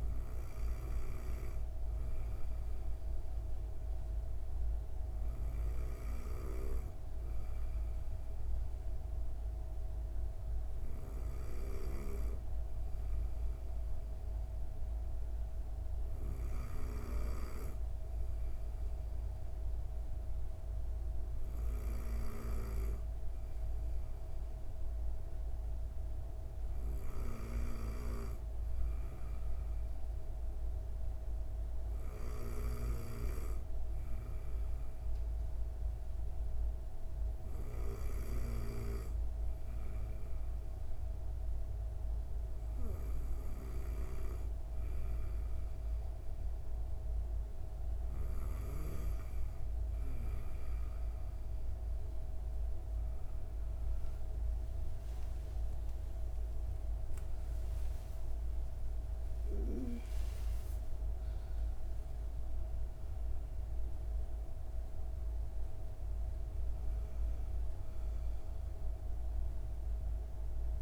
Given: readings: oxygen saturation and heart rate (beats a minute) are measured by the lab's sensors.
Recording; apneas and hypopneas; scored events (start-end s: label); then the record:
breathing in sleep by a room microphone; none
21.50-38.00 s: snoring (device-marked)
53.50-61.00 s: arousal
From the record:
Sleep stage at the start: N2 (light sleep); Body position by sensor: on the back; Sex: female